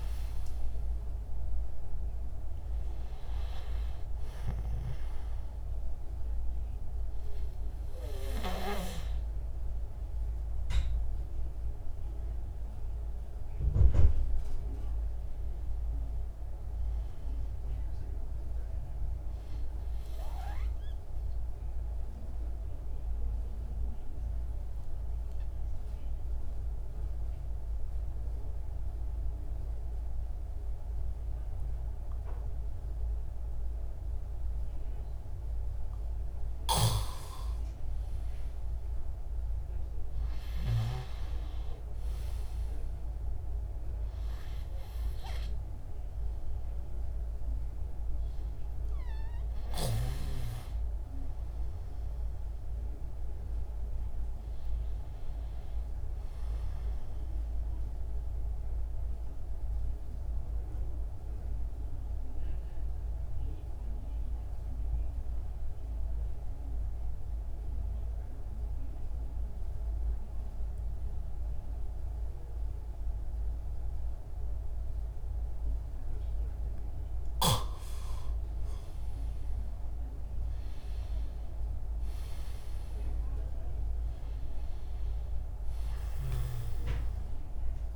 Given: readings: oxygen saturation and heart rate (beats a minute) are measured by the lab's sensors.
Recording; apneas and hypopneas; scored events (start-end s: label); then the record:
breathing in sleep by a room microphone; 2
0.00-14.00 s: oxygen desaturation (device-marked, oxygen 93% lowest, heart rate 54 extreme)
22.50-37.00 s: obstructive apnea (oxygen 99% before, 95% lowest, heart rate 67 before, 47 extreme, up 5 after)
39.50-44.50 s: arousal
58.50-77.00 s: obstructive apnea (oxygen 99% before, 94% lowest)
78.50-82.50 s: arousal
From the record:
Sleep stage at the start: REM sleep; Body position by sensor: on the back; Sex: male